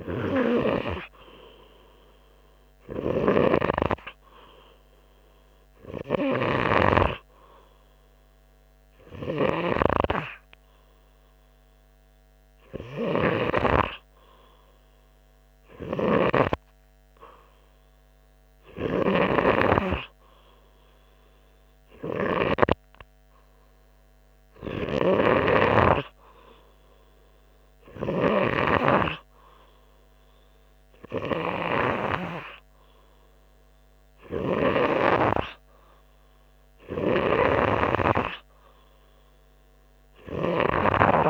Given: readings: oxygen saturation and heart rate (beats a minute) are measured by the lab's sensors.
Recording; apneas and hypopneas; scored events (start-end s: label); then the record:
breathing in sleep by a microphone on the trachea; none
none scored
From the record:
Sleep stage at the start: N3 (deep sleep); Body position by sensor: on the front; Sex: male